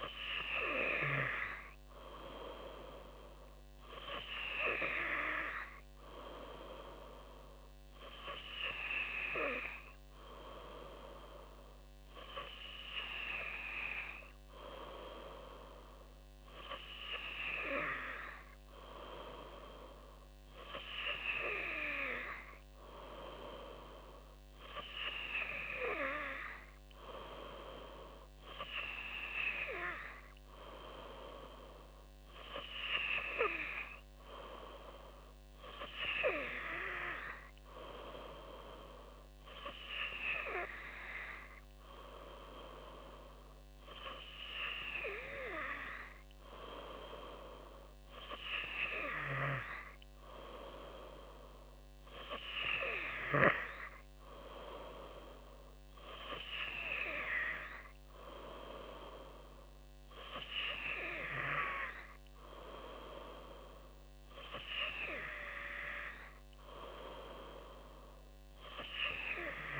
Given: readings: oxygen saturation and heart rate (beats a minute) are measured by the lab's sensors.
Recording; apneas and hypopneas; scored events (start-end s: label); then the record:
breathing in sleep by a microphone on the trachea; none
none scored
From the record:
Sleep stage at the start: N2 (light sleep); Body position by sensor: on the back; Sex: female